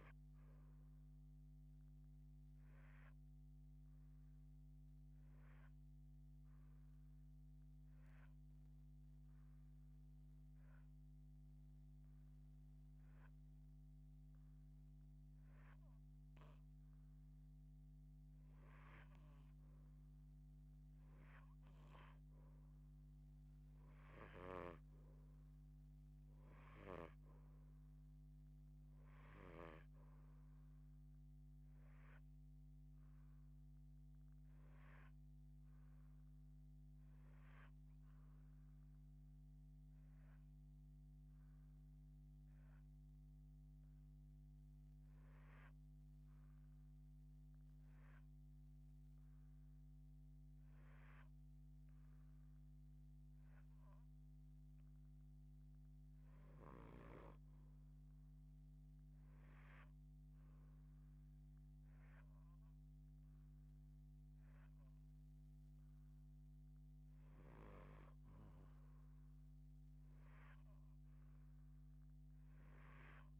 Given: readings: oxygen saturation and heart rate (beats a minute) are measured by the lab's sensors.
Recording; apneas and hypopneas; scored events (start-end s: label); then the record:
breathing in sleep by a microphone on the trachea; 2
0.00-2.00 s: arousal
4.00-17.50 s: hypopnea (oxygen 93% before, 83% lowest, heart rate 179 before, 70 extreme)
13.50-50.50 s: oxygen desaturation (device-marked, oxygen 92% before, 83% lowest, heart rate 144 before, 58 extreme)
20.00-23.50 s: arousal
37.50-54.00 s: hypopnea (oxygen 90% before, 77% lowest, heart rate 143 before, 58 extreme, up 49 after)
56.50-59.50 s: arousal
59.50-73.40 s: oxygen desaturation (device-marked, oxygen 90% before, 84% lowest, heart rate 126 before, 62 extreme)
From the record:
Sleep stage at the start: REM sleep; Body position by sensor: on the left side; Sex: female